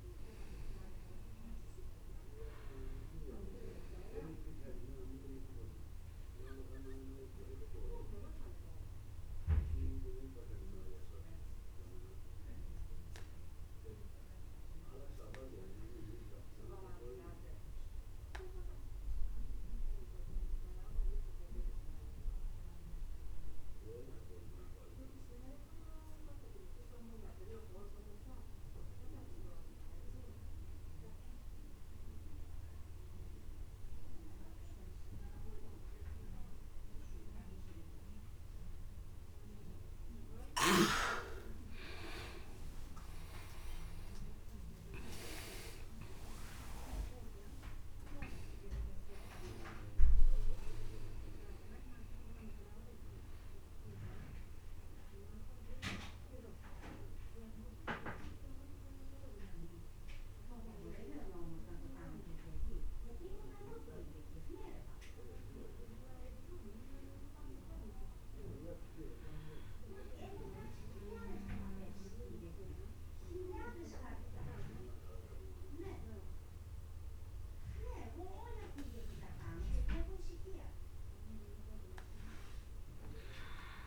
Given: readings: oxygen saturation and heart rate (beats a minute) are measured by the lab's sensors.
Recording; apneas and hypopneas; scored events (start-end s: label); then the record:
breathing in sleep by a room microphone; 1
0.00-15.00 s: oxygen desaturation (device-marked, oxygen 88% lowest)
4.50-40.50 s: obstructive apnea (oxygen 99% before, 87% lowest)
35.00-73.00 s: oxygen desaturation (device-marked, oxygen 99% before, 87% lowest)
42.50-47.00 s: arousal
From the record:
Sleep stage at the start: N2 (light sleep); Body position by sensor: on the back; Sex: male